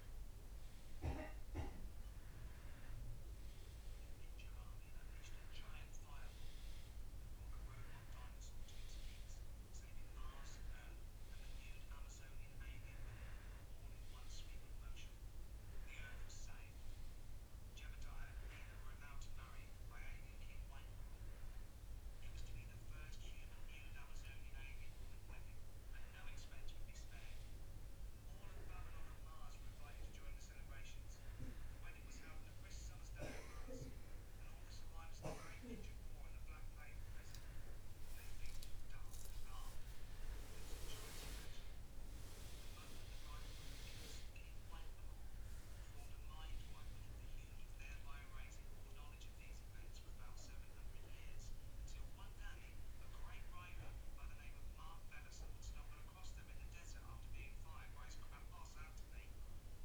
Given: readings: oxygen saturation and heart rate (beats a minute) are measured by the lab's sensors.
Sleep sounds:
breathing in sleep by a room microphone; none
41.50-46.00 s: arousal
From the record:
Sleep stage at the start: N2 (light sleep); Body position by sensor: on the back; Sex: male

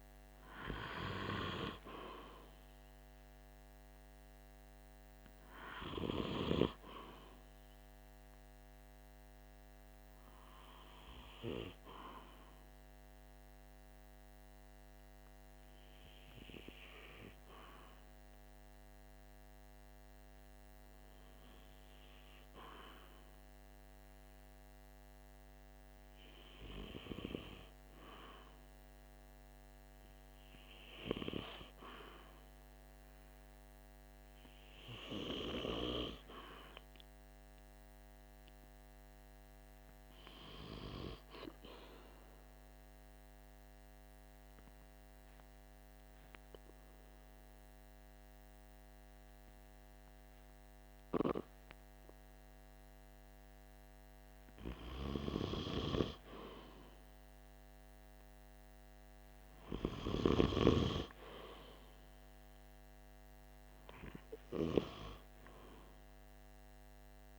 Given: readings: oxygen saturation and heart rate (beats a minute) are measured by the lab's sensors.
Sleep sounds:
breathing in sleep by a microphone on the trachea; 2
1.00-19.00 s: oxygen desaturation (device-marked, oxygen 97% before, 94% lowest, heart rate 48 before, 46 extreme)
8.00-25.50 s: hypopnea (oxygen 97% before, 94% lowest, heart rate 48 before, 46 extreme, up 1 after)
31.50-36.00 s: arousal
42.50-53.00 s: obstructive apnea (oxygen 97% before, 94% lowest, heart rate 47 before, 46 extreme, up 0 after)
55.50-61.00 s: arousal
From the record:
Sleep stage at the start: REM sleep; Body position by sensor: on the right side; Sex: male

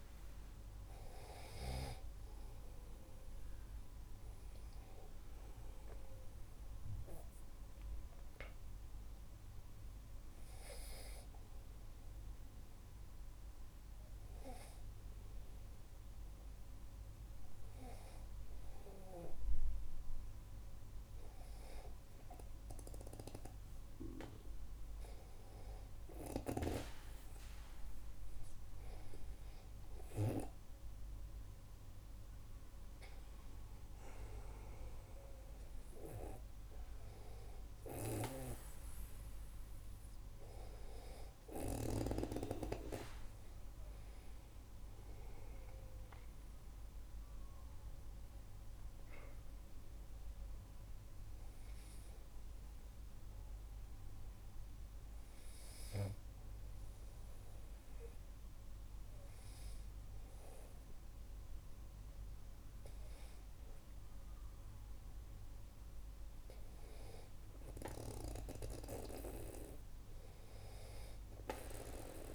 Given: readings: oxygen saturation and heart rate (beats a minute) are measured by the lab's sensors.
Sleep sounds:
breathing in sleep by a room microphone; 2
4.50-8.00 s: arousal
13.50-25.50 s: hypopnea (oxygen 97% before, 96% lowest, heart rate 50 before, 42 extreme, up 4 after)
29.50-32.00 s: arousal
46.00-49.50 s: arousal
53.00-67.50 s: hypopnea (oxygen 97% before, 96% lowest, heart rate 51 before, 41 extreme, up 19 after)
From the record:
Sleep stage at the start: N2 (light sleep); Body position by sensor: on the back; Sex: male

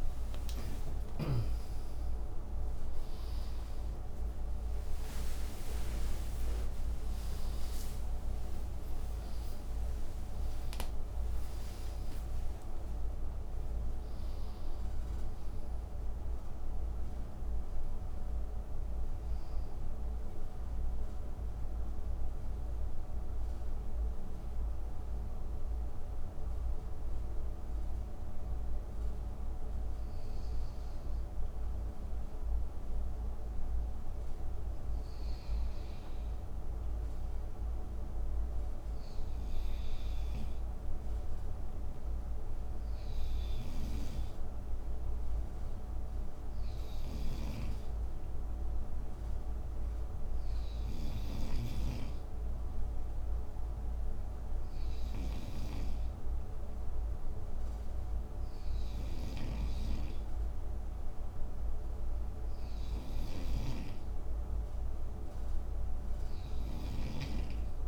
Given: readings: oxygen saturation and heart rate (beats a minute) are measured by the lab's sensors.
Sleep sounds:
a person partly awake in a sleep study, by a room microphone; 1
12.00-67.88 s: new sleep stage, N2 (light sleep)
22.50-35.00 s: hypopnea (oxygen 96% before, 93% lowest, heart rate 79 before, 58 extreme, up 9 after)
37.00-42.00 s: arousal
46.50-51.50 s: snoring (device-marked)
66.50-67.88 s: snoring (device-marked)
From the record:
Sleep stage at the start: awake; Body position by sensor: on the front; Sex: male

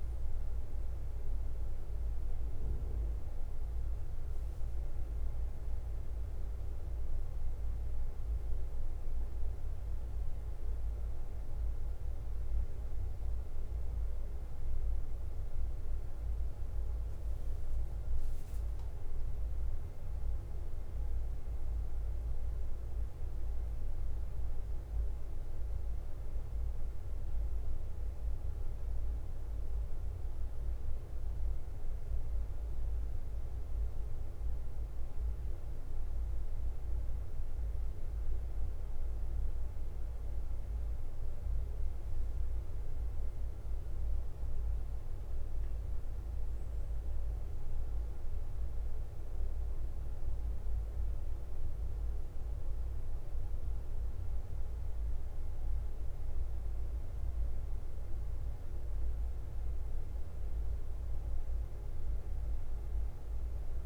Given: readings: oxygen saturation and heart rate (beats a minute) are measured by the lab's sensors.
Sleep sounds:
a person awake in a sleep study, hard to hear, by a room microphone; none
0.00-63.86 s: bradycardia (device-marked, heart rate 45 extreme)
21.50-23.50 s: long interval between heartbeats (device-marked, heart rate 55 before, 57 extreme)
56.50-63.86 s: new sleep stage, N1 (lightest sleep)
From the record:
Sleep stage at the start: awake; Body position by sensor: on the back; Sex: male

